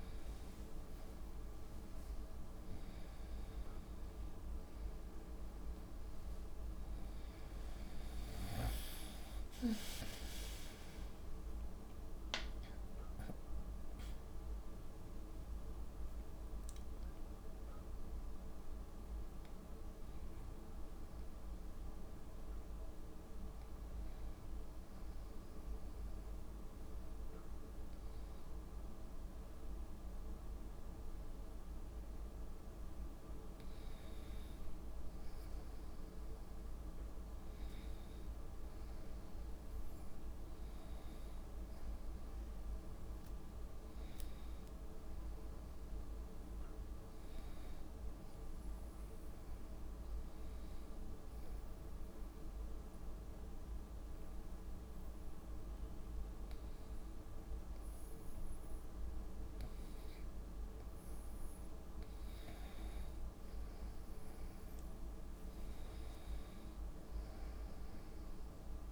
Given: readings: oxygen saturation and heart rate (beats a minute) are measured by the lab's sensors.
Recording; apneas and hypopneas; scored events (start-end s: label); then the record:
breathing in sleep, hard to hear, by a room microphone; 2
0.00-2.00 s: arousal
0.00-12.50 s: oxygen desaturation (device-marked, oxygen 95% lowest, heart rate 63 extreme)
10.50-22.50 s: drop in pulse transit time (device-marked, heart rate 67 before, 66 extreme)
15.50-20.00 s: arousal
24.50-35.00 s: obstructive apnea (oxygen 98% before, 92% lowest, heart rate 69 before, 63 extreme, up 1 after)
36.50-41.00 s: arousal
51.00-63.00 s: obstructive apnea (oxygen 99% before, 92% lowest, heart rate 64 before, 63 extreme, up 3 after)
62.50-68.92 s: oxygen desaturation (device-marked, oxygen 97% before, 92% lowest, heart rate 64 before, 63 extreme)
64.00-67.50 s: arousal
From the record:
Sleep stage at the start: N1 (lightest sleep); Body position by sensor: on the right side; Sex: female